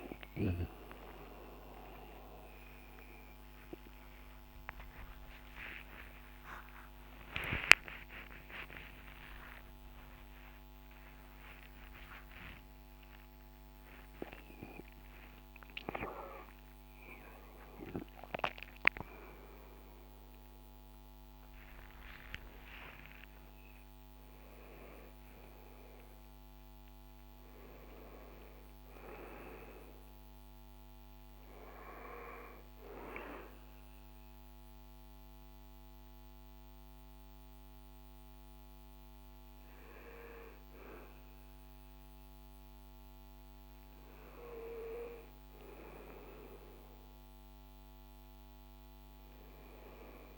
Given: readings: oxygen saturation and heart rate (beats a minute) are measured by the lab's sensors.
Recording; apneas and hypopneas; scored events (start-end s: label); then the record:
a person awake in a sleep study, by a microphone on the trachea; none
0.00-3.00 s: oxygen desaturation (device-marked, oxygen 94% lowest, heart rate 73 extreme)
From the record:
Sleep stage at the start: awake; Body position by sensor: on the back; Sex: male